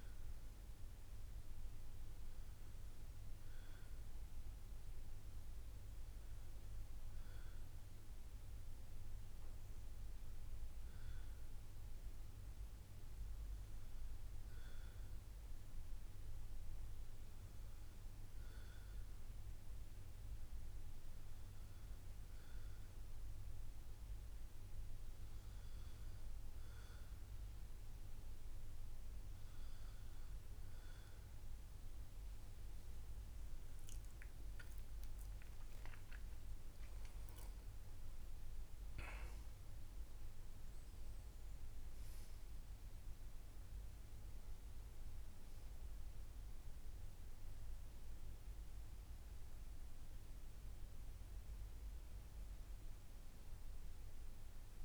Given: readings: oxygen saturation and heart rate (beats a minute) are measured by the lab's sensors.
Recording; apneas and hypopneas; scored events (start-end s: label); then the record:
breathing in sleep, hard to hear, by a room microphone; none
none scored
From the record:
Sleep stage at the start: N1 (lightest sleep); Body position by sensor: on the back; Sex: male